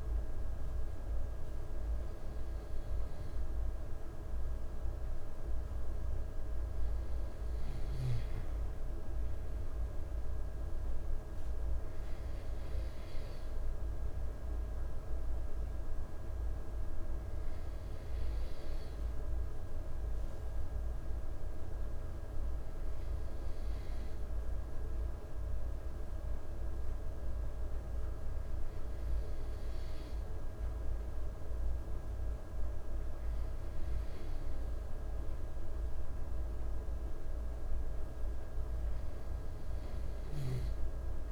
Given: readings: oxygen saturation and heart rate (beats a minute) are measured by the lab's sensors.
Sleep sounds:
breathing in sleep, hard to hear, by a room microphone; none
none scored
From the record:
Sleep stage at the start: N2 (light sleep); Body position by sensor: on the back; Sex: male

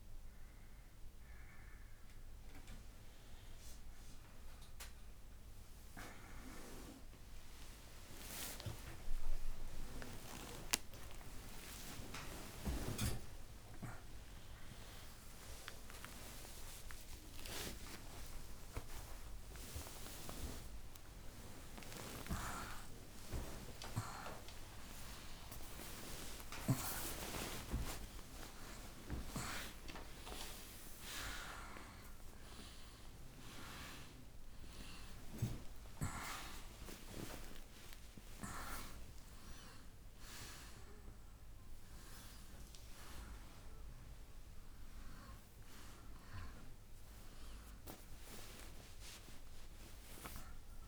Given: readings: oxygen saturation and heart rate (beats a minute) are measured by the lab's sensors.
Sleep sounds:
a person awake in a sleep study, by a room microphone; none
16.50-46.50 s: new sleep stage, awake
46.50-50.88 s: new sleep stage, N1 (lightest sleep)
From the record:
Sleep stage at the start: N2 (light sleep); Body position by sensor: on the right side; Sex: male

